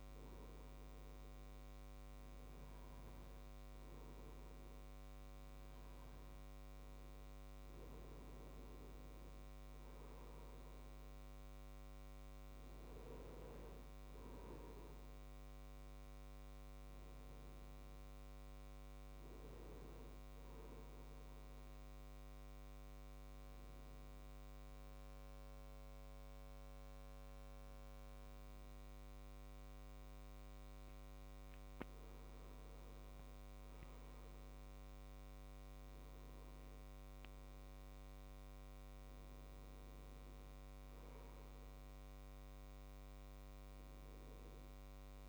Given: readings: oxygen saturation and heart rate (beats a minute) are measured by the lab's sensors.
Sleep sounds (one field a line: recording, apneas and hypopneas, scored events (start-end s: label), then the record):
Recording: breathing in sleep, hard to hear, by a microphone on the trachea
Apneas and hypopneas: 1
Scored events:
0.00-12.00 s: oxygen desaturation (device-marked, oxygen 97% before, 93% lowest, heart rate 68 before, 67 extreme)
13.00-16.50 s: arousal
21.00-31.00 s: obstructive apnea (oxygen 97% before, 94% lowest, heart rate 68 before, 67 extreme, up 6 after)
33.50-37.50 s: arousal
From the record:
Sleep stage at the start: N2 (light sleep)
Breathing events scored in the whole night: 228 in 4.7 hours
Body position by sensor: on the right side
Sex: male